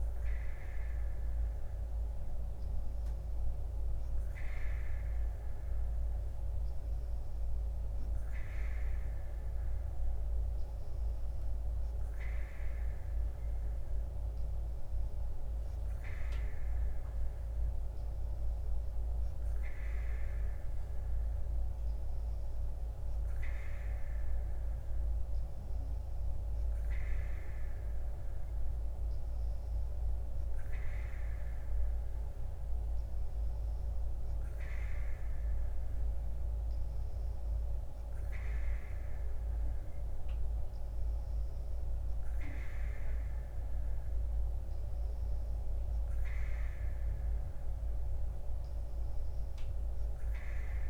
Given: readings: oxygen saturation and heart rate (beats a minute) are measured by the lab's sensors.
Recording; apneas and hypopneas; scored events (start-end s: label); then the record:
breathing in sleep, hard to hear, by a room microphone; none
none scored
From the record:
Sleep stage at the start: N3 (deep sleep); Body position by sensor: on the right side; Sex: female